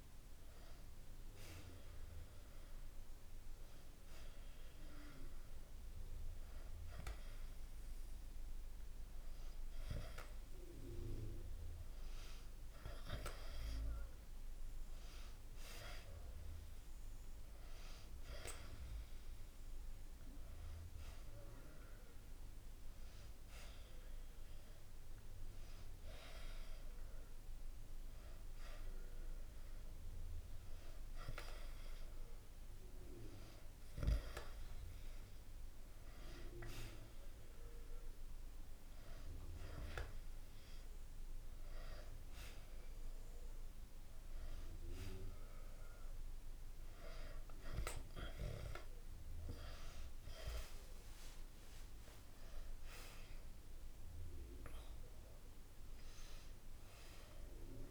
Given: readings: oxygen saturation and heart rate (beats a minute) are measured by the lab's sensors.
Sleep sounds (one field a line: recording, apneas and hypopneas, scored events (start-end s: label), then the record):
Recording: breathing in sleep by a room microphone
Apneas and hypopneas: none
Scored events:
49.50-54.50 s: arousal
From the record:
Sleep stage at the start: N1 (lightest sleep)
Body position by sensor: on the back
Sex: male